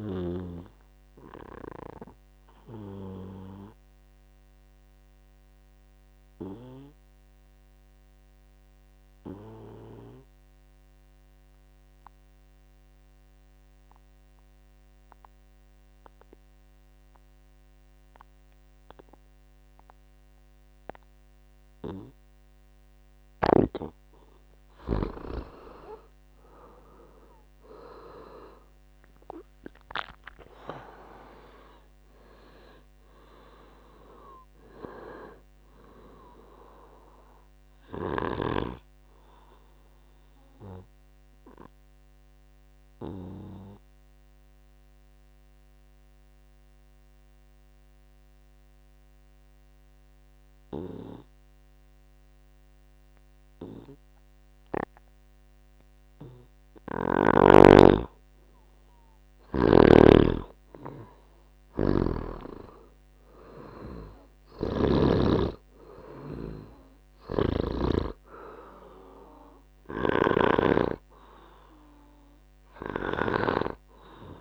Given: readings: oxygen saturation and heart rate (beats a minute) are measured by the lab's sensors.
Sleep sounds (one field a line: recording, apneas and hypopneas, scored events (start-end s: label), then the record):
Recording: breathing in sleep by a microphone on the trachea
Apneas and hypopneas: 2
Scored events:
0.00-18.50 s: oxygen desaturation (device-marked, oxygen 84% lowest, heart rate 59 extreme)
0.50-22.50 s: obstructive apnea (oxygen 99% before, 84% lowest, heart rate 69 before, 55 extreme, up 9 after)
25.50-54.50 s: oxygen desaturation (device-marked, oxygen 99% before, 86% lowest, heart rate 63 before, 55 extreme)
26.50-31.00 s: arousal
39.50-56.50 s: obstructive apnea (oxygen 99% before, 86% lowest, heart rate 70 before, 56 extreme, up 9 after)
58.50-61.50 s: arousal
64.50-68.00 s: snoring (device-marked)
68.50-74.41 s: oxygen desaturation (device-marked, oxygen 99% before, 87% lowest, heart rate 65 before, 63 extreme)
From the record:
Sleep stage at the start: N2 (light sleep)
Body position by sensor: on the back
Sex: male